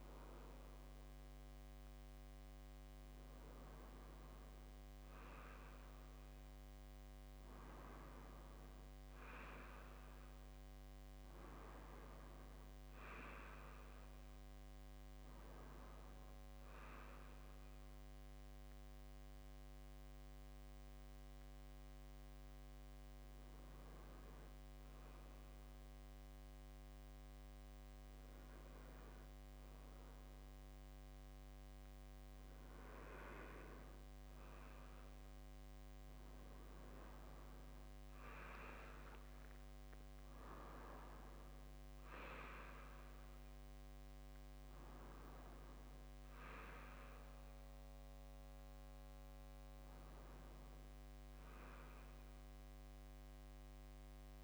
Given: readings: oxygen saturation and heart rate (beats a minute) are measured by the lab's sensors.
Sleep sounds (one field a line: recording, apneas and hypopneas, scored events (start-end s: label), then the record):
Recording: breathing in sleep by a microphone on the trachea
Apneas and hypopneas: none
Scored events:
14.50-19.00 s: arousal
39.00-44.00 s: arousal
From the record:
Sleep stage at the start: N2 (light sleep)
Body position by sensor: on the left side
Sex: male